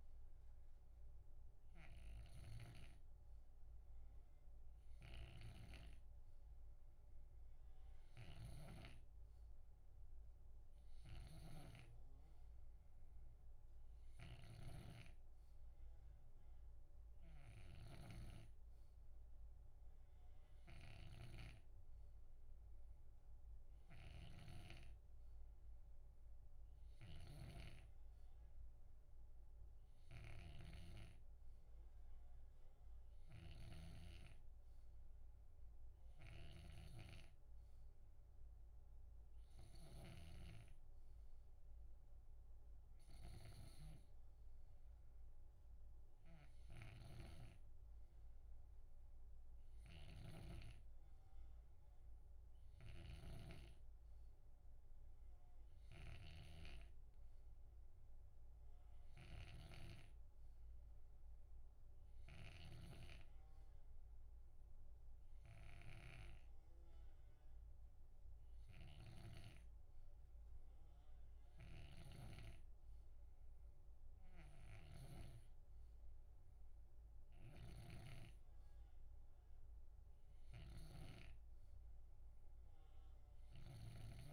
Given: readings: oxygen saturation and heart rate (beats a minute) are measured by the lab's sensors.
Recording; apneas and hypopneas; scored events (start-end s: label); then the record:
breathing in sleep by a room microphone; none
1.50-84.33 s: snoring (device-marked)
From the record:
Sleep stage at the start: N2 (light sleep); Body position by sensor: on the left side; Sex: male